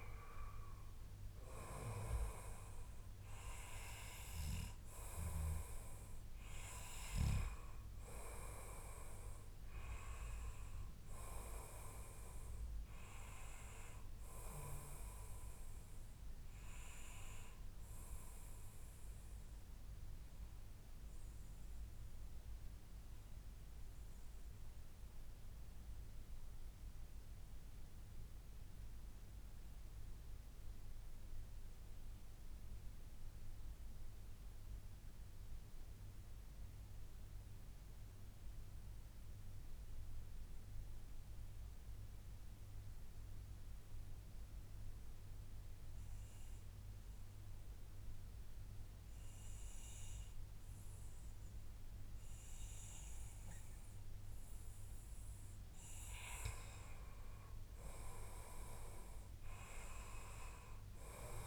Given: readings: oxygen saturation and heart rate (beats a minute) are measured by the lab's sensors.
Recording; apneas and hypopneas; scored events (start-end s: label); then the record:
breathing in sleep by a room microphone; 1
0.00-1.50 s: arousal
0.00-34.00 s: oxygen desaturation (device-marked, oxygen 91% lowest, heart rate 90 extreme)
2.50-4.50 s: long interval between heartbeats (device-marked, heart rate 110 before, 99 extreme)
17.50-54.50 s: mixed apnea (oxygen 97% before, 92% lowest, heart rate 111 before, 96 extreme, up 18 after)
19.00-21.00 s: long interval between heartbeats (device-marked, heart rate 110 before, 98 extreme)
23.50-25.50 s: long interval between heartbeats (device-marked, heart rate 107 before, 97 extreme)
57.00-59.00 s: long interval between heartbeats (device-marked, heart rate 102 before, 113 extreme)
57.00-61.47 s: arousal
60.00-61.47 s: oxygen desaturation (device-marked, oxygen 97% before, 92% lowest, heart rate 104 before, 100 extreme)
From the record:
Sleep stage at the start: N2 (light sleep); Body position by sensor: on the back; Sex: male